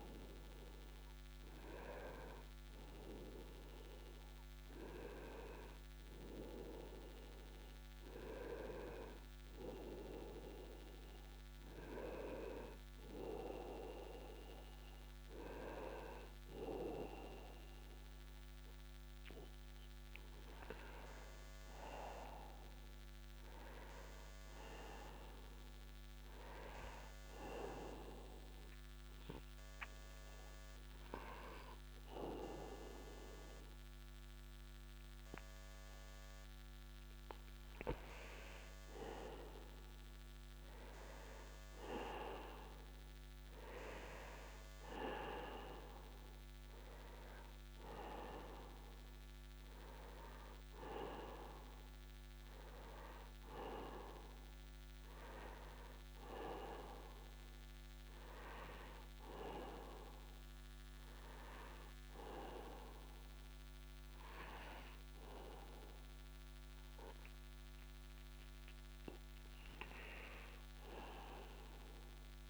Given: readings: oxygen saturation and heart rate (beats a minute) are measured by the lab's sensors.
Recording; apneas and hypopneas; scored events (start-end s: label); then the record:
breathing in sleep by a microphone on the trachea; 1
13.50-41.50 s: oxygen desaturation (device-marked, oxygen 99% before, 93% lowest, heart rate 73 before, 67 extreme)
17.50-47.50 s: new sleep stage, N2 (light sleep)
20.00-23.50 s: arousal
26.00-37.50 s: hypopnea (oxygen 99% before, 92% lowest, heart rate 70 before, 67 extreme, up 2 after)
39.50-42.50 s: arousal
47.50-72.50 s: new sleep stage, N1 (lightest sleep)
49.50-63.50 s: oxygen desaturation (device-marked, oxygen 95% before, 92% lowest, heart rate 69 before, 67 extreme)
From the record:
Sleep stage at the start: N1 (lightest sleep); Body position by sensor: upright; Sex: male